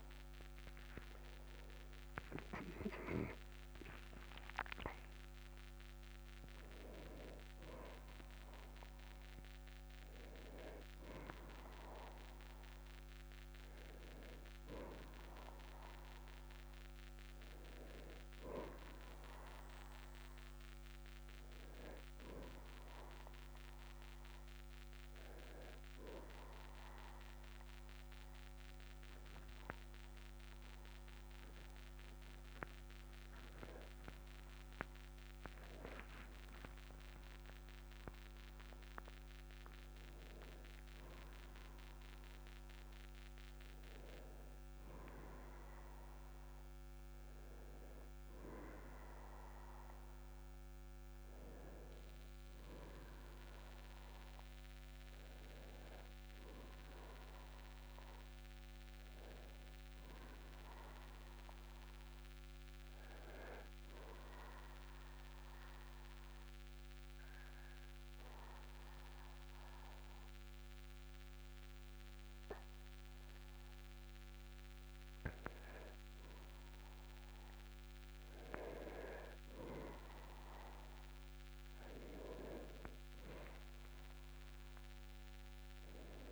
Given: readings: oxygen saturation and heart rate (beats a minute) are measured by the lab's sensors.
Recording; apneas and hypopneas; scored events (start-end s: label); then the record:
breathing in sleep by a microphone on the trachea; 1
1.00-4.50 s: arousal
13.00-73.00 s: new sleep stage, N1 (lightest sleep)
58.50-61.50 s: arousal
63.50-75.50 s: obstructive apnea (oxygen 99% before, 96% lowest, heart rate 46 before, 44 extreme, up 10 after)
73.00-86.32 s: new sleep stage, N2 (light sleep)
79.00-84.00 s: arousal
From the record:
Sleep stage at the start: N2 (light sleep); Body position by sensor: on the back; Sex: male